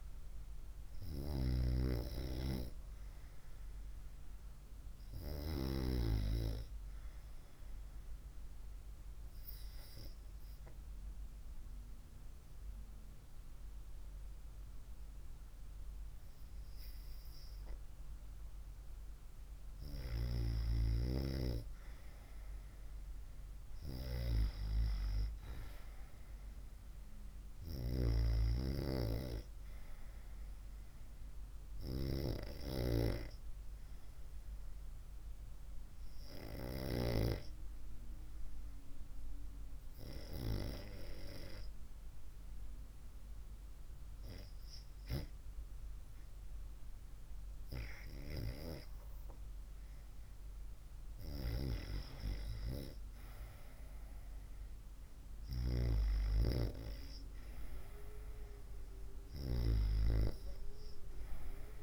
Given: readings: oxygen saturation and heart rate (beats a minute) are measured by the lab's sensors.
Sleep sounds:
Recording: breathing in sleep by a room microphone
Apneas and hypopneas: 2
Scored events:
8.50-20.00 s: hypopnea (oxygen 97% before, 93% lowest, heart rate 68 before, 62 extreme, up 2 after)
22.00-26.00 s: arousal
31.50-47.50 s: hypopnea (oxygen 97% before, 93% lowest, heart rate 65 before, 63 extreme, up 2 after)
50.50-54.00 s: arousal
From the record:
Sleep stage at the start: REM sleep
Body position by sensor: on the right side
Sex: female

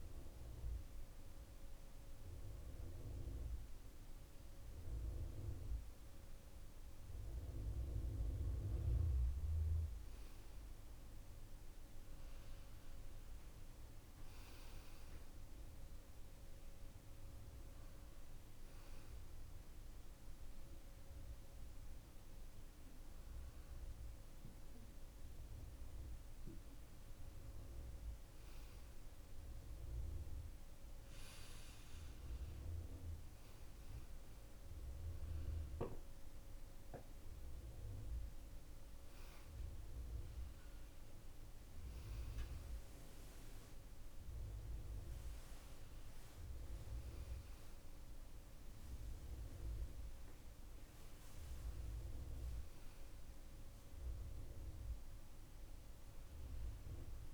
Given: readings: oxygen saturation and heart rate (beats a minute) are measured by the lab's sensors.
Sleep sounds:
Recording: breathing in sleep by a room microphone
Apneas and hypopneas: none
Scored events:
48.00-52.00 s: arousal
From the record:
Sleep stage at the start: N2 (light sleep)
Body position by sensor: on the back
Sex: male

